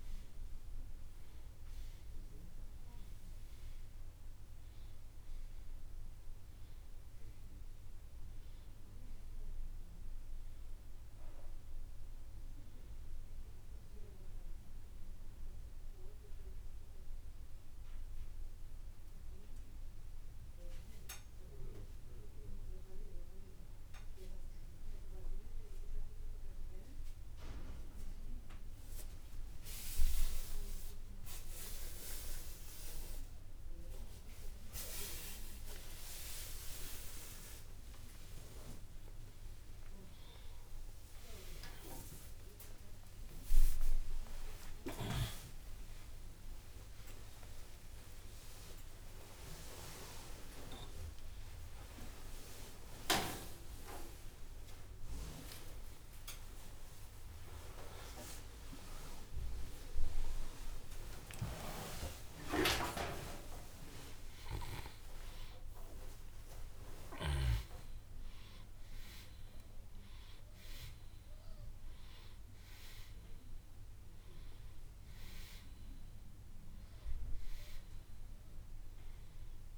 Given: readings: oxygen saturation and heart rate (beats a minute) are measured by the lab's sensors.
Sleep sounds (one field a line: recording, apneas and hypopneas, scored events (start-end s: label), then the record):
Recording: a person awake in a sleep study, by a room microphone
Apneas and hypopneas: none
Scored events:
0.00-23.00 s: oxygen desaturation (device-marked, oxygen 89% lowest, heart rate 67 extreme)
71.00-76.00 s: oxygen desaturation (device-marked, oxygen 96% before, 93% lowest, heart rate 84 before, 72 extreme)
From the record:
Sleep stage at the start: awake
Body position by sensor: upright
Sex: male